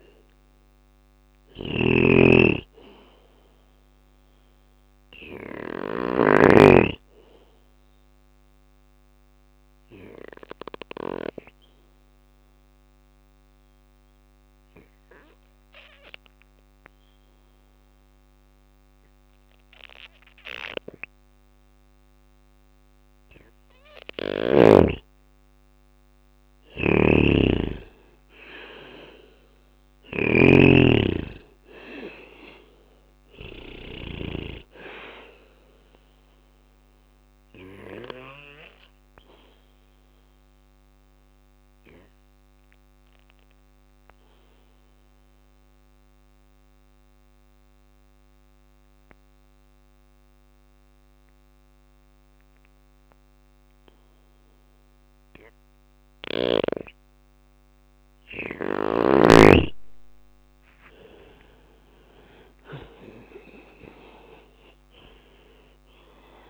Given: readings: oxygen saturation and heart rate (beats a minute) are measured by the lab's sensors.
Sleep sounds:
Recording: breathing in sleep by a microphone on the trachea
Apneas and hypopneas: 2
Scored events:
0.00-16.50 s: oxygen desaturation (device-marked, oxygen 92% lowest, heart rate 59 extreme)
0.50-5.00 s: snoring (device-marked)
7.00-21.50 s: obstructive apnea (oxygen 99% before, 91% lowest, heart rate 62 before, 57 extreme, up 5 after)
17.50-21.50 s: bradycardia (device-marked, heart rate 61 before, 59 extreme)
24.00-28.50 s: arousal
25.50-33.00 s: snoring (device-marked)
25.50-36.50 s: drop in pulse transit time (device-marked, heart rate 60 before, 60 extreme)
32.50-51.50 s: oxygen desaturation (device-marked, oxygen 97% before, 91% lowest, heart rate 61 before, 57 extreme)
34.50-39.50 s: bradycardia (device-marked, heart rate 61 before, 59 extreme)
37.00-56.50 s: obstructive apnea (oxygen 98% before, 91% lowest, heart rate 61 before, 59 extreme, up 8 after)
41.50-47.50 s: bradycardia (device-marked, heart rate 61 before, 58 extreme)
58.50-62.50 s: arousal
60.50-66.50 s: drop in pulse transit time (device-marked, heart rate 59 before, 63 extreme)
64.50-66.50 s: oxygen desaturation (device-marked, oxygen 98% before, 92% lowest, heart rate 61 before, 56 extreme)
From the record:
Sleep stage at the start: N2 (light sleep)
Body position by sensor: on the back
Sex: male

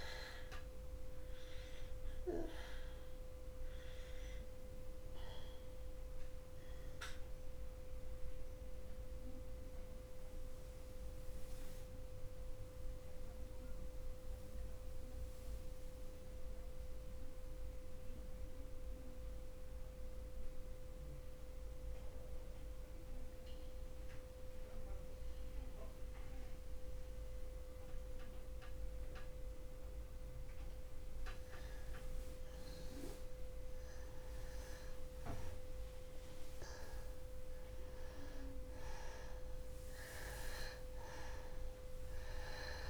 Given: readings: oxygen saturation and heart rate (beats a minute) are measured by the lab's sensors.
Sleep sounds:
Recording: breathing in sleep by a room microphone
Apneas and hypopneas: 1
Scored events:
0.00-18.00 s: oxygen desaturation (device-marked, oxygen 91% lowest, heart rate 60 extreme)
9.00-33.00 s: obstructive apnea (oxygen 96% before, 86% lowest, heart rate 61 before, 60 extreme, up 1 after)
35.00-39.00 s: arousal
From the record:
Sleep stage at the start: N2 (light sleep)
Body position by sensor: on the back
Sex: male

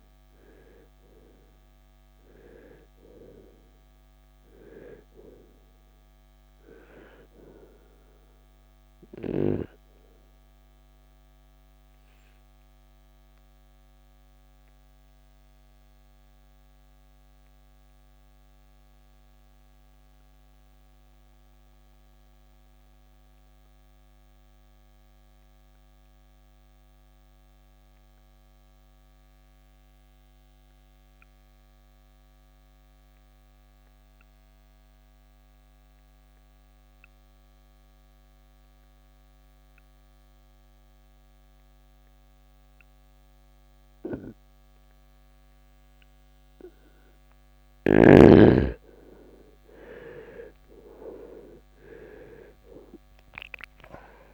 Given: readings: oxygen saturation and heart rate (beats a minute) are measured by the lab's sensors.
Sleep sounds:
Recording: breathing in sleep by a microphone on the trachea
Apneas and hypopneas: 1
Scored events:
0.00-26.50 s: oxygen desaturation (device-marked, oxygen 82% lowest, heart rate 54 extreme)
10.50-48.50 s: obstructive apnea (oxygen 97% before, 79% lowest, heart rate 77 before, 54 extreme, up 17 after)
45.50-54.34 s: oxygen desaturation (device-marked, oxygen 98% before, 79% lowest, heart rate 68 before, 48 extreme)
50.00-54.34 s: arousal
From the record:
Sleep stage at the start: N2 (light sleep)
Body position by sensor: on the right side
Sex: male

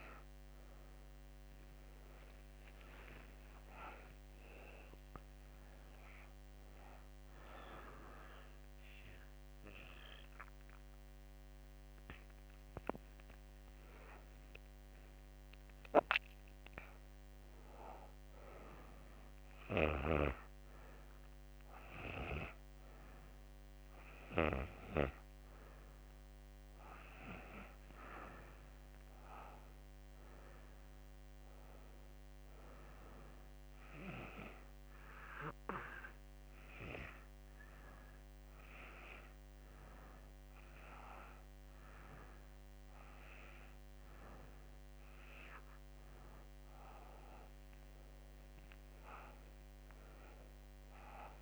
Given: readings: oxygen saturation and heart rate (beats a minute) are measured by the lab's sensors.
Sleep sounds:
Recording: breathing in sleep by a microphone on the trachea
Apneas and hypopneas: 1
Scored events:
0.00-3.00 s: arousal
27.50-31.00 s: arousal
34.00-44.00 s: hypopnea (oxygen 95% before, 92% lowest, heart rate 89 before, 84 extreme, up 6 after)
48.00-51.41 s: arousal
From the record:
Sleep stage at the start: N2 (light sleep)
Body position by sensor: on the back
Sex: female

